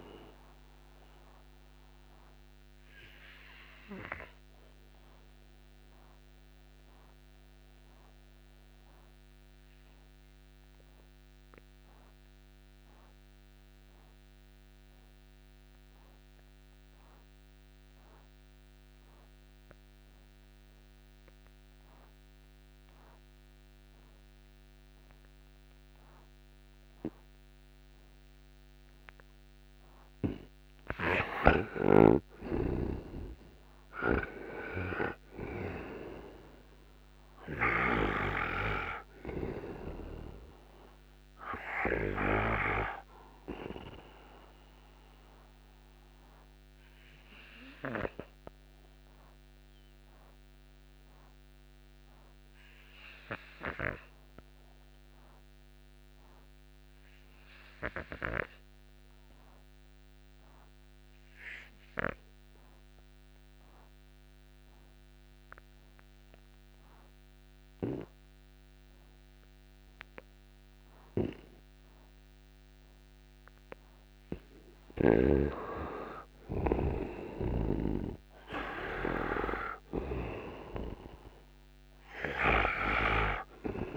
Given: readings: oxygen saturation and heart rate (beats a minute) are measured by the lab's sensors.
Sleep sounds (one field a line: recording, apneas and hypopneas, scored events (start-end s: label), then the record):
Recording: breathing in sleep by a microphone on the trachea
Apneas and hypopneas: 2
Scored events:
0.00-16.50 s: oxygen desaturation (device-marked, oxygen 81% lowest, heart rate 57 extreme)
0.50-30.00 s: obstructive apnea (oxygen 98% before, 81% lowest, heart rate 70 before, 57 extreme, up 9 after)
30.50-64.50 s: oxygen desaturation (device-marked, oxygen 98% before, 84% lowest, heart rate 60 before, 56 extreme)
32.50-36.50 s: arousal
46.00-72.50 s: obstructive apnea (oxygen 98% before, 83% lowest, heart rate 64 before, 56 extreme, up 10 after)
74.50-79.00 s: arousal
77.50-83.97 s: oxygen desaturation (device-marked, oxygen 97% before, 83% lowest, heart rate 58 before, 58 extreme)
From the record:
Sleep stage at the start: N2 (light sleep)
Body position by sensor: on the right side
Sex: male